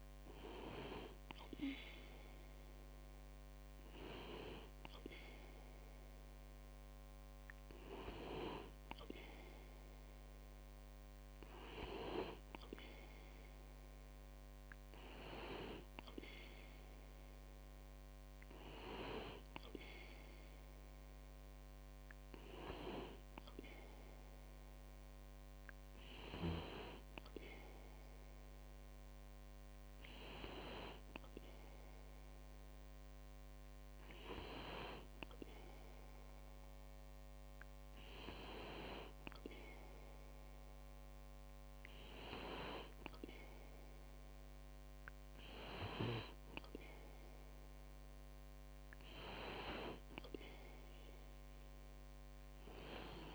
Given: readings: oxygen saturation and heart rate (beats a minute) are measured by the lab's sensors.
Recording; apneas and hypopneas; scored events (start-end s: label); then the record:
breathing in sleep by a microphone on the trachea; none
none scored
From the record:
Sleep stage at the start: N2 (light sleep); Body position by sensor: on the back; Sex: male